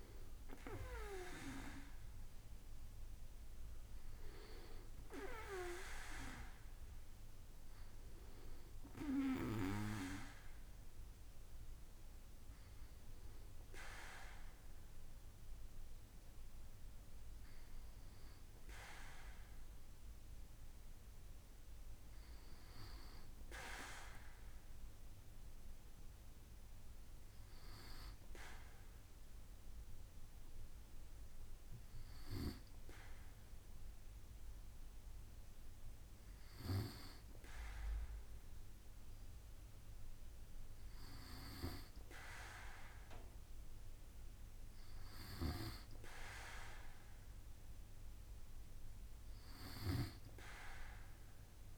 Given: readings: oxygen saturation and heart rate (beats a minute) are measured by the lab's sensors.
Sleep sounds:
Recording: breathing in sleep by a room microphone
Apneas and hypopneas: none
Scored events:
none scored
From the record:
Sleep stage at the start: N2 (light sleep)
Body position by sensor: on the back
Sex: male

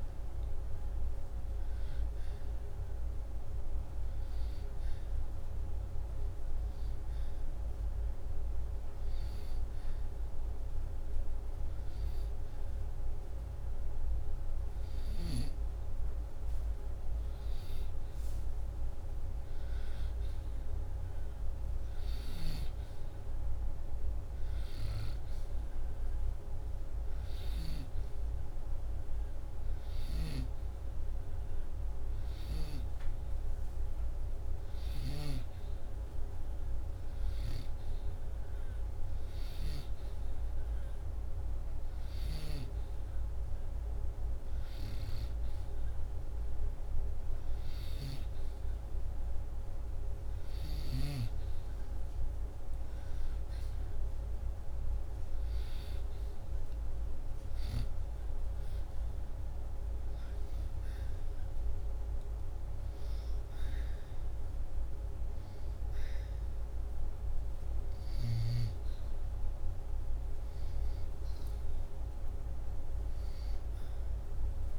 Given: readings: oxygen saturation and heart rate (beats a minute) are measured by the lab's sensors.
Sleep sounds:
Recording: breathing in sleep, hard to hear, by a room microphone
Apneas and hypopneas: none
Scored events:
none scored
From the record:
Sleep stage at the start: N2 (light sleep)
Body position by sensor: upright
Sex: male

